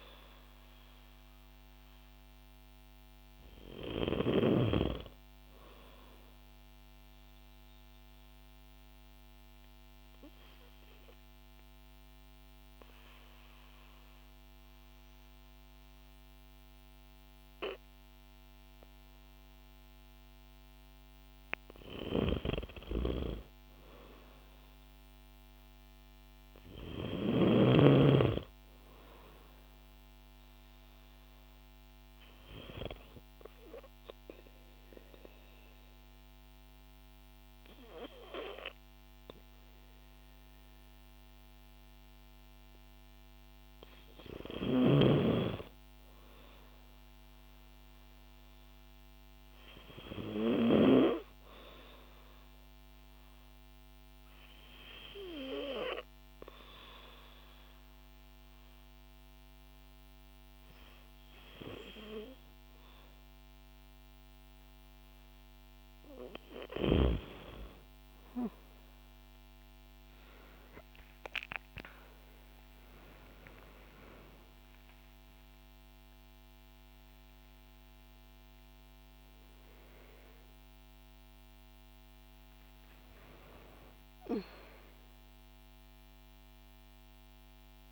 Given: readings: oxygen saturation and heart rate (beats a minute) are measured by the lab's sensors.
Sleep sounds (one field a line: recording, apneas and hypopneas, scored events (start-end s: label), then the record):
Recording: breathing in sleep by a microphone on the trachea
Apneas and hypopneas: 3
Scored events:
6.50-21.00 s: obstructive apnea (oxygen 96% before, 91% lowest, heart rate 59 before, 55 extreme, up 7 after)
23.00-26.50 s: arousal
27.00-47.00 s: oxygen desaturation (device-marked, oxygen 96% before, 91% lowest, heart rate 57 before, 56 extreme)
33.00-44.00 s: obstructive apnea (oxygen 96% before, 91% lowest, heart rate 58 before, 56 extreme, up 4 after)
47.50-50.50 s: arousal
53.50-65.00 s: hypopnea (oxygen 96% before, 93% lowest, heart rate 59 before, 56 extreme, up 9 after)
82.00-87.92 s: new sleep stage, awake
From the record:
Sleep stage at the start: N2 (light sleep)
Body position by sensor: on the back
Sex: female